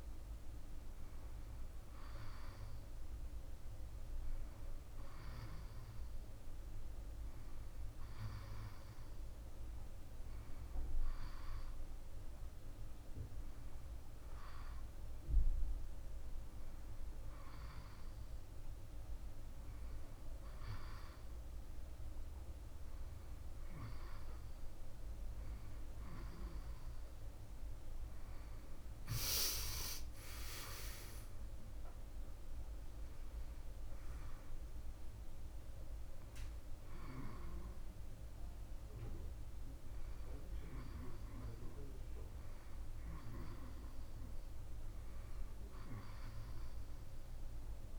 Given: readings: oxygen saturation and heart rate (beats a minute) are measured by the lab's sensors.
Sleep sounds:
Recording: a person awake in a sleep study, by a room microphone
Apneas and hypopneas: none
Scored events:
32.50-47.99 s: new sleep stage, N1 (lightest sleep)
From the record:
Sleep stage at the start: awake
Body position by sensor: on the back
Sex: male

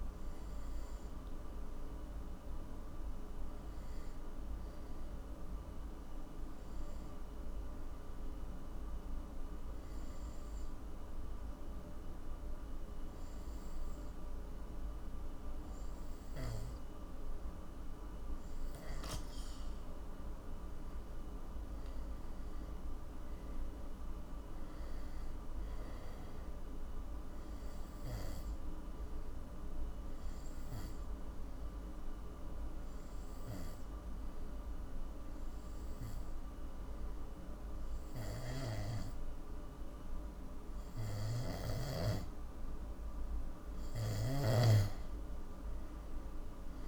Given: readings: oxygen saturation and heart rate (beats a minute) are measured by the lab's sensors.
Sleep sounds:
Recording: breathing in sleep, hard to hear, by a room microphone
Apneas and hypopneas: 2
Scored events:
1.50-17.50 s: hypopnea (oxygen 96% before, 88% lowest, heart rate 56 before, 48 extreme, up 15 after)
20.50-23.50 s: arousal
23.00-44.00 s: oxygen desaturation (device-marked, oxygen 97% before, 91% lowest, heart rate 52 before, 50 extreme)
29.50-42.00 s: obstructive apnea (oxygen 97% before, 88% lowest, heart rate 56 before, 50 extreme, up 13 after)
From the record:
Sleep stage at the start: N2 (light sleep)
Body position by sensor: on the back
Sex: male

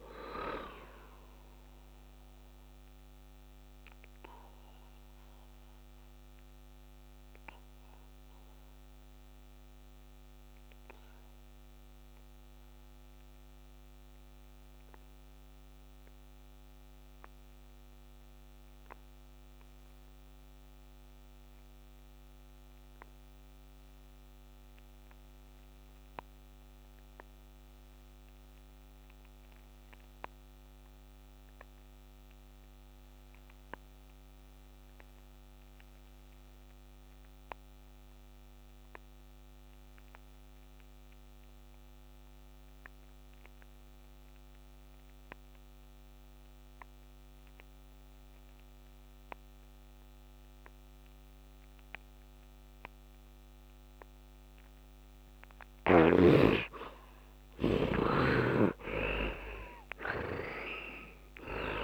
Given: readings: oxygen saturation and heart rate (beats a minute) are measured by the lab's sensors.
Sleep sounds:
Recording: breathing in sleep by a microphone on the trachea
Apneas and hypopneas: 1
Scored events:
0.00-15.50 s: oxygen desaturation (device-marked, oxygen 54% lowest, heart rate 64 extreme)
6.50-54.50 s: obstructive apnea (heart rate 81 before, 63 extreme, up 18 after)
17.50-61.84 s: oxygen desaturation (device-marked, heart rate 73 before, 63 extreme)
57.50-61.84 s: arousal
From the record:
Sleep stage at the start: N2 (light sleep)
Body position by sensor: on the right side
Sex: male

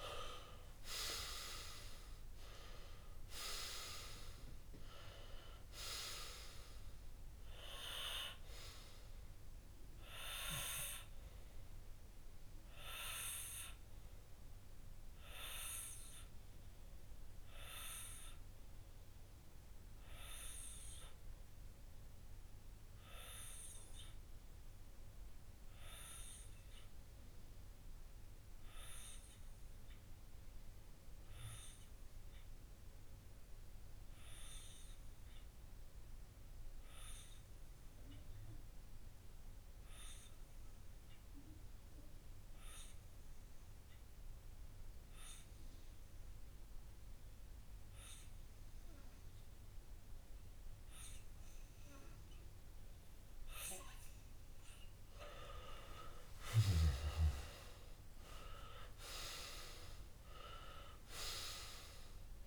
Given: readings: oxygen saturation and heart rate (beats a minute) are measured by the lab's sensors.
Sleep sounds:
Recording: breathing in sleep by a room microphone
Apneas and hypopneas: 1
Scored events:
0.00-11.50 s: oxygen desaturation (device-marked, oxygen 92% lowest)
2.50-4.50 s: long interval between heartbeats (device-marked)
14.00-53.00 s: obstructive apnea (oxygen 98% before, 94% lowest)
46.50-62.47 s: oxygen desaturation (device-marked, oxygen 99% before, 94% lowest)
56.00-60.00 s: arousal
From the record:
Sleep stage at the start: N2 (light sleep)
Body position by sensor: on the left side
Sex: male

